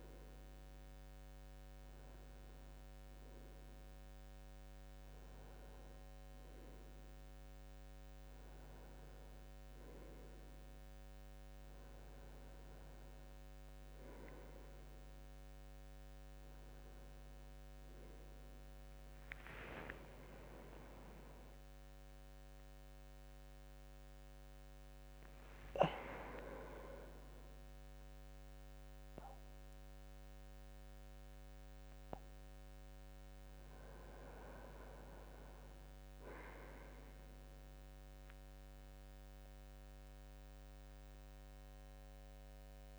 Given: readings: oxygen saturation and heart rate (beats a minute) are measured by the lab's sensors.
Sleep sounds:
a person awake in a sleep study, by a microphone on the trachea; none
17.50-42.99 s: new sleep stage, awake
From the record:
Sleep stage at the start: N2 (light sleep); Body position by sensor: on the back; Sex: male

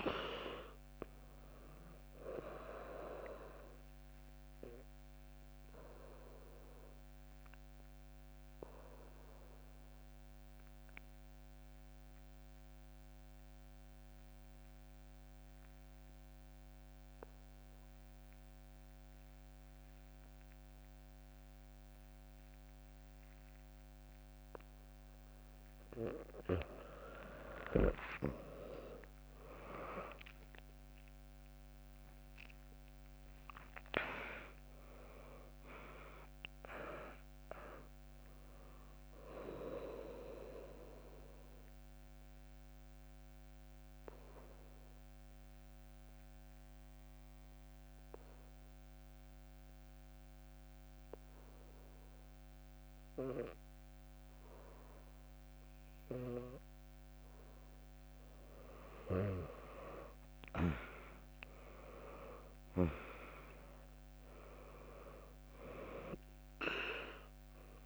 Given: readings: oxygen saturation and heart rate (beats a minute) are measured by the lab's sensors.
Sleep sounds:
breathing in sleep by a microphone on the trachea; 2
0.00-5.50 s: drop in pulse transit time (device-marked, heart rate 60 extreme)
4.50-26.00 s: obstructive apnea (oxygen 100% before, 96% lowest, heart rate 70 before, 63 extreme, up 7 after)
28.50-33.00 s: arousal
30.50-43.50 s: drop in pulse transit time (device-marked, heart rate 65 before, 65 extreme)
31.50-54.50 s: oxygen desaturation (device-marked, oxygen 100% before, 96% lowest, heart rate 65 before, 59 extreme)
41.50-56.50 s: obstructive apnea (oxygen 100% before, 96% lowest, heart rate 71 before, 59 extreme, up 4 after)
52.50-54.50 s: bradycardia (device-marked, heart rate 73 before, 65 extreme)
59.50-63.00 s: arousal
60.50-67.86 s: drop in pulse transit time (device-marked, heart rate 72 before, 61 extreme)
From the record:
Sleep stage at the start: N2 (light sleep); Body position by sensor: on the back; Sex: female

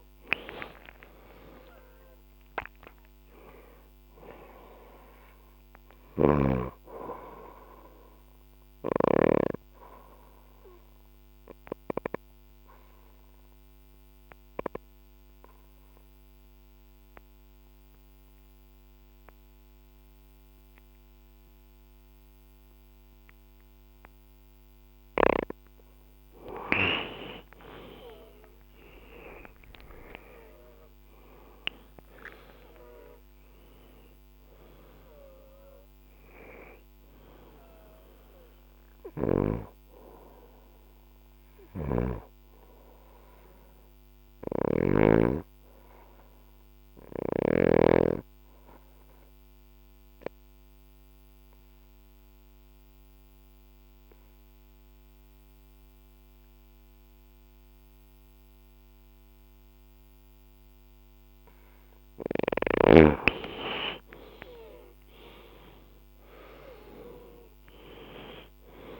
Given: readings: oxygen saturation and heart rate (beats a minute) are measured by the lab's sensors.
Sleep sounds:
breathing in sleep by a microphone on the trachea; 2
0.00-2.50 s: arousal
5.50-24.00 s: obstructive apnea (oxygen 97% before, 89% lowest, heart rate 64 before, 54 extreme, up 17 after)
7.00-18.00 s: bradycardia (device-marked, heart rate 66 before, 54 extreme)
26.00-43.00 s: oxygen desaturation (device-marked, oxygen 98% before, 90% lowest, heart rate 61 before, 59 extreme)
26.50-31.50 s: arousal
36.00-61.00 s: obstructive apnea (oxygen 98% before, 89% lowest, heart rate 65 before, 56 extreme, up 12 after)
41.00-47.00 s: bradycardia (device-marked, heart rate 66 before, 59 extreme)
44.00-47.50 s: snoring (device-marked)
59.00-69.00 s: oxygen desaturation (device-marked, oxygen 98% before, 89% lowest, heart rate 62 before, 56 extreme)
64.00-68.50 s: arousal
From the record:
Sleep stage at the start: N2 (light sleep); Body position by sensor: on the left side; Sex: female

